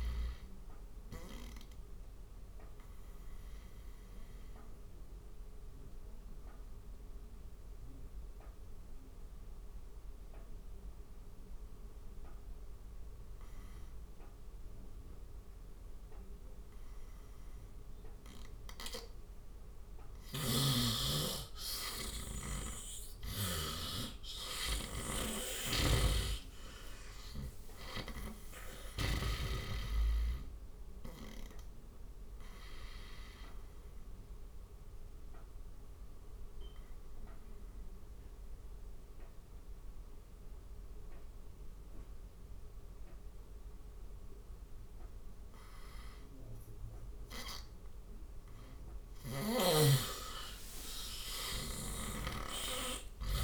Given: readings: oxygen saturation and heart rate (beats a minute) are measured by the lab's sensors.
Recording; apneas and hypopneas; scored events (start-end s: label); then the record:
breathing in sleep by a room microphone; 2
1.00-19.50 s: obstructive apnea (oxygen 98% before, 87% lowest, heart rate 79 before, 67 extreme, up 9 after)
11.00-23.00 s: oxygen desaturation (device-marked, oxygen 95% before, 87% lowest, heart rate 77 before, 67 extreme)
19.50-23.00 s: snoring (device-marked)
21.50-25.00 s: arousal
25.00-28.50 s: snoring (device-marked)
31.50-47.50 s: obstructive apnea (oxygen 97% before, 88% lowest, heart rate 75 before, 67 extreme, up 11 after)
45.00-53.44 s: oxygen desaturation (device-marked, oxygen 94% before, 89% lowest, heart rate 74 before, 69 extreme)
49.00-52.50 s: arousal
51.00-53.44 s: snoring (device-marked)
From the record:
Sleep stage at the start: N2 (light sleep); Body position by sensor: on the right side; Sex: male